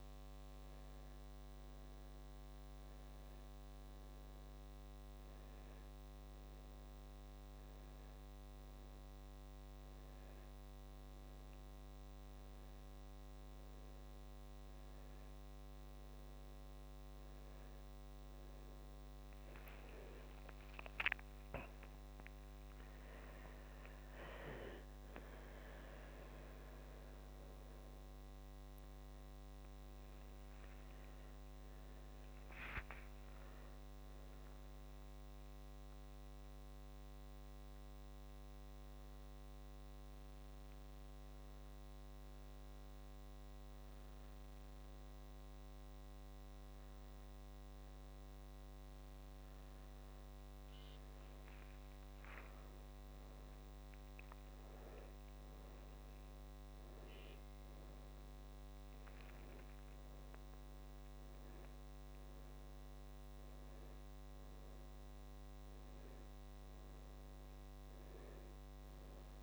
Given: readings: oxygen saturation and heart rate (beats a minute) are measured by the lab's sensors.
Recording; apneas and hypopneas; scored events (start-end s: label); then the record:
a person awake in a sleep study, hard to hear, by a microphone on the trachea; none
none scored
From the record:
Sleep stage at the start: awake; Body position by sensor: on the back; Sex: male